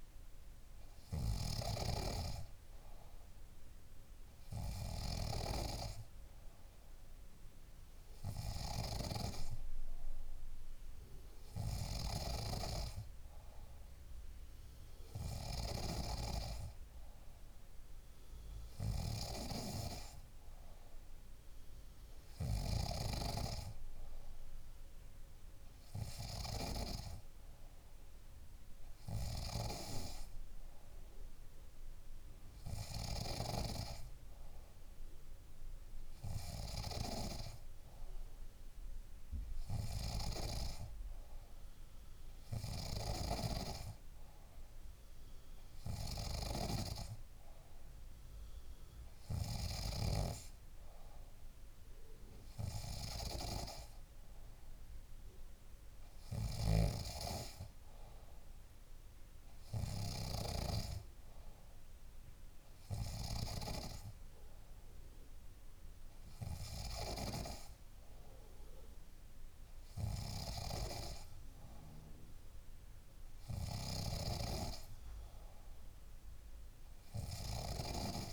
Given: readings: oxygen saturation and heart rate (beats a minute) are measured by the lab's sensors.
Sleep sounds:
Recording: breathing in sleep by a room microphone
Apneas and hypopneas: none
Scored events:
none scored
From the record:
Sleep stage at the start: N3 (deep sleep)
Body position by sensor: on the back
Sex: female

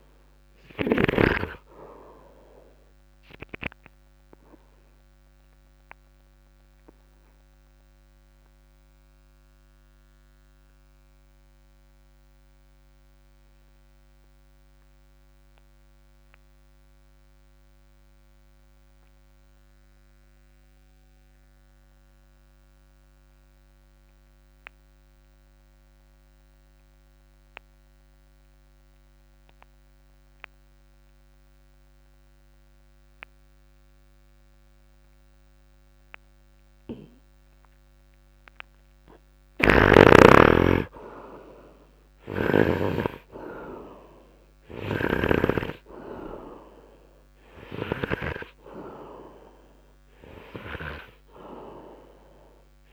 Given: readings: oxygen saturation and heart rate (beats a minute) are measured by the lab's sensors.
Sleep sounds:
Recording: breathing in sleep by a microphone on the trachea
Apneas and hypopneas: 1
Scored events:
0.00-1.50 s: snoring (device-marked)
0.00-31.00 s: oxygen desaturation (device-marked, oxygen 73% lowest, heart rate 49 extreme)
4.50-36.50 s: obstructive apnea (oxygen 96% before, 70% lowest, heart rate 58 before, 49 extreme, up 3 after)
33.00-52.93 s: oxygen desaturation (device-marked, oxygen 96% before, 70% lowest, heart rate 64 before, 49 extreme)
38.00-42.50 s: arousal
39.50-43.00 s: snoring (device-marked)
45.00-48.50 s: snoring (device-marked)
From the record:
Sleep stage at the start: N2 (light sleep)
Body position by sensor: upright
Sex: male

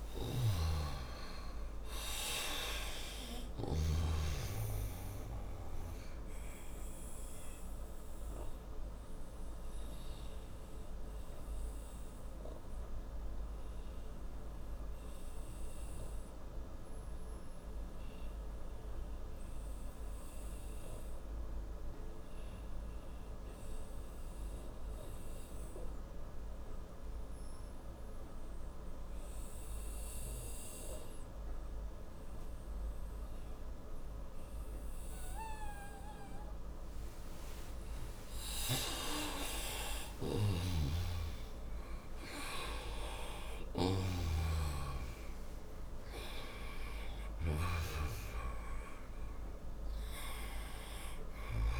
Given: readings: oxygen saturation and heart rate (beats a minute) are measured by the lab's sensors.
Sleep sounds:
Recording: breathing in sleep by a room microphone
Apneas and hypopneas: 1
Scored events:
0.00-3.50 s: snoring (device-marked)
0.00-27.00 s: oxygen desaturation (device-marked, oxygen 89% lowest)
14.00-37.50 s: hypopnea (oxygen 97% before, 88% lowest)
39.50-44.00 s: arousal
40.00-47.50 s: snoring (device-marked)
From the record:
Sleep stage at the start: N2 (light sleep)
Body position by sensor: on the right side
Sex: male

